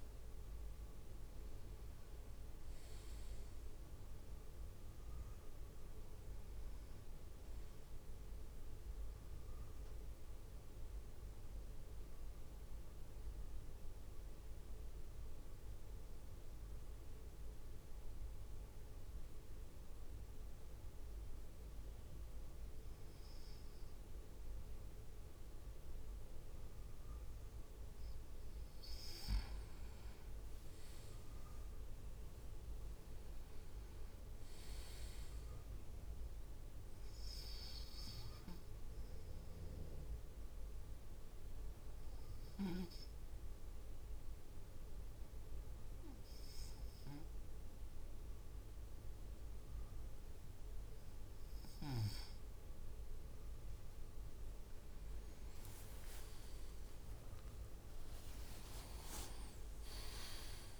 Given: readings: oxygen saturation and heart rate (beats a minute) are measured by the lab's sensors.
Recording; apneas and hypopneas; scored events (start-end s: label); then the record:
breathing in sleep, hard to hear, by a room microphone; 2
0.00-7.00 s: drop in pulse transit time (device-marked, heart rate 56 extreme)
9.00-29.50 s: mixed apnea (oxygen 97% before, 95% lowest, heart rate 56 before, 50 extreme, up 5 after)
29.50-30.50 s: leg movement (device-marked)
31.00-34.50 s: arousal
38.00-52.50 s: obstructive apnea (oxygen 98% before, 96% lowest, heart rate 56 before, 51 extreme, up 10 after)
49.50-51.00 s: leg movement (device-marked)
53.00-54.00 s: leg movement (device-marked)
55.00-58.00 s: arousal
From the record:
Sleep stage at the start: N2 (light sleep); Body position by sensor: on the right side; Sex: male